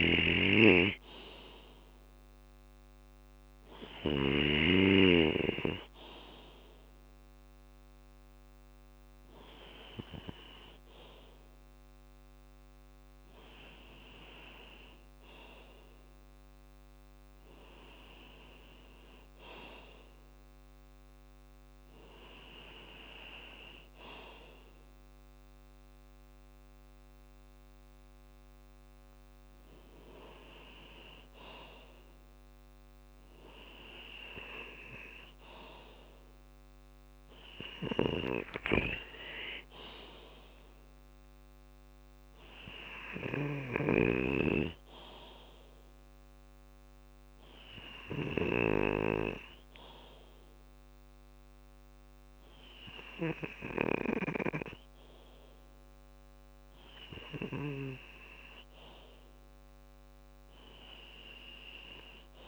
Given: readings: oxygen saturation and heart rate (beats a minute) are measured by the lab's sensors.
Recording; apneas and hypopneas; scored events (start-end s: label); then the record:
breathing in sleep by a microphone on the trachea; none
0.00-4.00 s: snoring (device-marked)
0.00-5.50 s: drop in pulse transit time (device-marked, heart rate 75 extreme)
3.50-5.50 s: long interval between heartbeats (device-marked, heart rate 80 before, 85 extreme)
16.50-28.50 s: drop in pulse transit time (device-marked, heart rate 76 before, 66 extreme)
21.50-23.50 s: long interval between heartbeats (device-marked, heart rate 73 before, 75 extreme)
37.50-43.00 s: snoring (device-marked)
38.00-40.00 s: long interval between heartbeats (device-marked, heart rate 68 before, 83 extreme)
38.50-42.00 s: arousal
42.00-44.00 s: long interval between heartbeats (device-marked, heart rate 71 before, 90 extreme)
47.50-49.50 s: long interval between heartbeats (device-marked, heart rate 73 before, 74 extreme)
60.50-62.48 s: drop in pulse transit time (device-marked, heart rate 77 before, 59 extreme)
From the record:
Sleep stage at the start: N2 (light sleep); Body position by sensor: on the left side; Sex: male